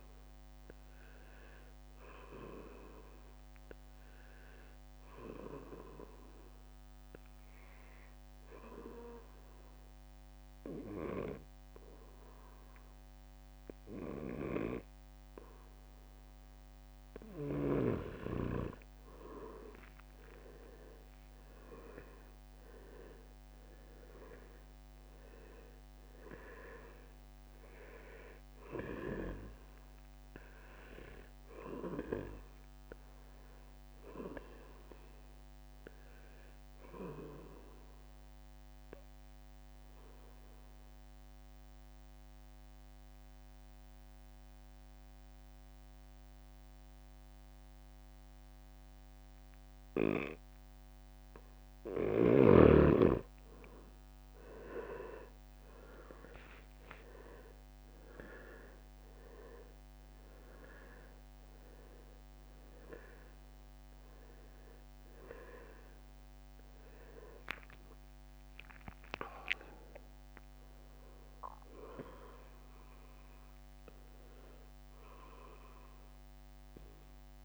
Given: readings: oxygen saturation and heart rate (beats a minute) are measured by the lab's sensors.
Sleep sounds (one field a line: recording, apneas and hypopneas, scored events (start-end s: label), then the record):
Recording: breathing in sleep by a microphone on the trachea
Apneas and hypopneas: 2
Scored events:
0.00-6.00 s: oxygen desaturation (device-marked, oxygen 92% lowest, heart rate 64 extreme)
9.00-19.00 s: obstructive apnea (oxygen 97% before, 90% lowest, heart rate 67 before, 65 extreme, up 8 after)
20.00-21.50 s: leg movement (device-marked)
20.00-33.00 s: drop in pulse transit time (device-marked, heart rate 66 before, 68 extreme)
21.00-24.50 s: arousal
27.00-39.00 s: oxygen desaturation (device-marked, oxygen 97% before, 93% lowest, heart rate 68 before, 66 extreme)
39.00-52.50 s: obstructive apnea (oxygen 97% before, 90% lowest, heart rate 70 before, 66 extreme, up 8 after)
53.50-56.50 s: arousal
55.00-73.00 s: drop in pulse transit time (device-marked, heart rate 68 before, 70 extreme)
58.00-77.45 s: oxygen desaturation (device-marked, oxygen 97% before, 90% lowest, heart rate 68 before, 62 extreme)
From the record:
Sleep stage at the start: N2 (light sleep)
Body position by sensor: on the back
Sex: male